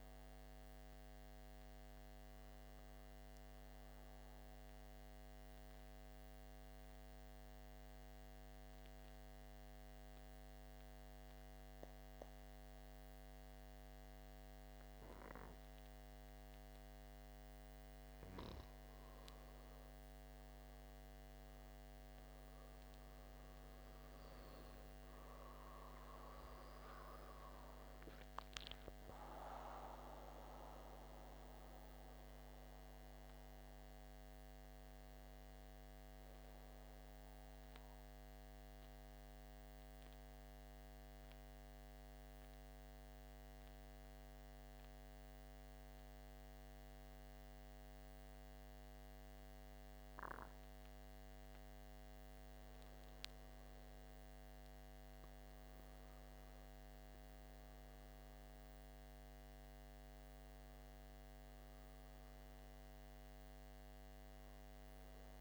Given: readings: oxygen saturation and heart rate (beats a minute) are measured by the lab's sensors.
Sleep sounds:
breathing in sleep, hard to hear, by a microphone on the trachea; 2
0.00-1.00 s: oxygen desaturation (device-marked, oxygen 93% lowest, heart rate 54 extreme)
3.50-17.00 s: central apnea (oxygen 97% before, 90% lowest, heart rate 60 before, 52 extreme, up 7 after)
20.00-24.00 s: arousal
24.00-52.00 s: oxygen desaturation (device-marked, oxygen 96% before, 90% lowest, heart rate 56 before, 50 extreme)
38.00-51.00 s: central apnea (oxygen 96% before, 90% lowest, heart rate 61 before, 50 extreme, up 10 after)
53.00-58.00 s: arousal
63.00-65.41 s: oxygen desaturation (device-marked, oxygen 98% before, 90% lowest, heart rate 55 before, 53 extreme)
From the record:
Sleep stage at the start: N2 (light sleep); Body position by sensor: on the back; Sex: male

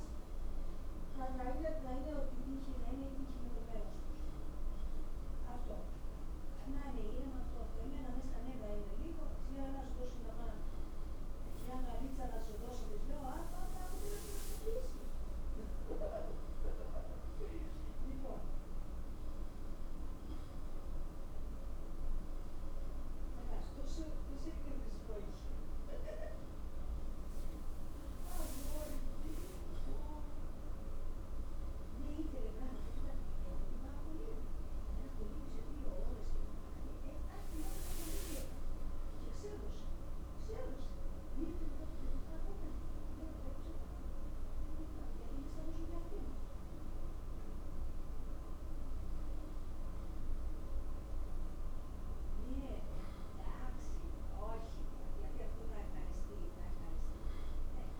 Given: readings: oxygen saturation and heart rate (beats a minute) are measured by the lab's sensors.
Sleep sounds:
breathing in sleep by a room microphone; none
50.00-58.00 s: new sleep stage, N2 (light sleep)
From the record:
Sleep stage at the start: N1 (lightest sleep); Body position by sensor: on the right side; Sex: male

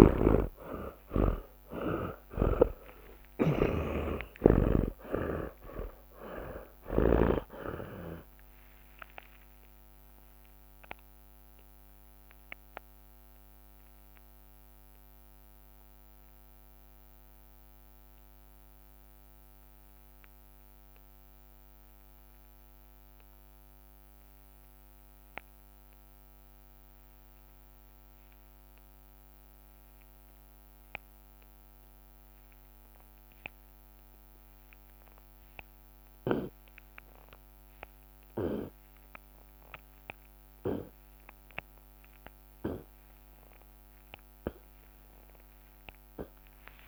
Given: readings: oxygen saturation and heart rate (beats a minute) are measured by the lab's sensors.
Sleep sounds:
breathing in sleep by a microphone on the trachea; 1
0.00-2.00 s: long interval between heartbeats (device-marked, heart rate 70 before, 118 extreme)
0.00-3.00 s: tachycardia (device-marked, heart rate 131 extreme)
0.00-6.00 s: arousal
0.00-15.00 s: drop in pulse transit time (device-marked, heart rate 70 before, 66 extreme)
2.00-4.00 s: long interval between heartbeats (device-marked, heart rate 77 before, 125 extreme)
13.00-34.50 s: mixed apnea (oxygen 98% before, 74% lowest, heart rate 95 before, 56 extreme, up 6 after)
29.00-41.00 s: oxygen desaturation (device-marked, oxygen 98% before, 74% lowest, heart rate 64 before, 56 extreme)
44.00-46.88 s: tachycardia (device-marked, heart rate 55 before, 170 extreme)
From the record:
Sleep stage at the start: N2 (light sleep); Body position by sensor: on the back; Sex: male

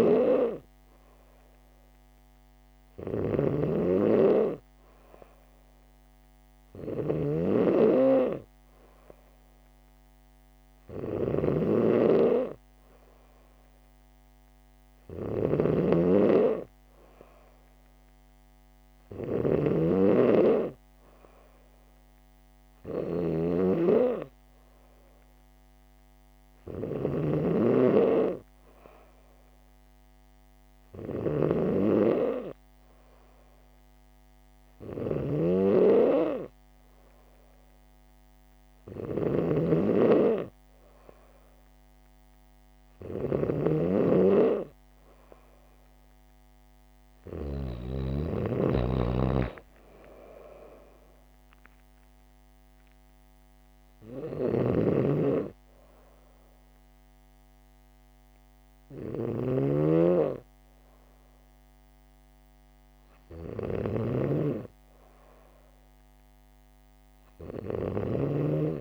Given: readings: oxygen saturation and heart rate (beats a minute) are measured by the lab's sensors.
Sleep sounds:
breathing in sleep by a microphone on the trachea; none
0.00-48.00 s: snoring (device-marked)
54.50-68.81 s: snoring (device-marked)
From the record:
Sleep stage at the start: N3 (deep sleep); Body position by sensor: on the back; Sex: female

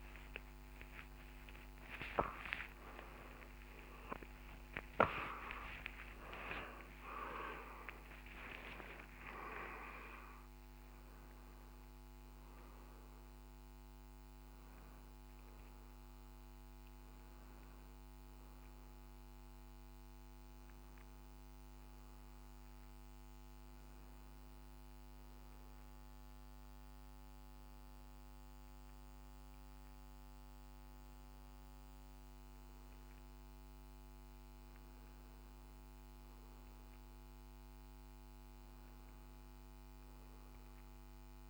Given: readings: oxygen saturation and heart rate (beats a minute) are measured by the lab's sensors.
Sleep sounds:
a person partly awake in a sleep study, by a microphone on the trachea; none
5.00-7.00 s: long interval between heartbeats (device-marked, heart rate 70 before, 105 extreme)
18.50-41.50 s: new sleep stage, N1 (lightest sleep)
From the record:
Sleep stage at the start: awake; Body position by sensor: on the back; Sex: male

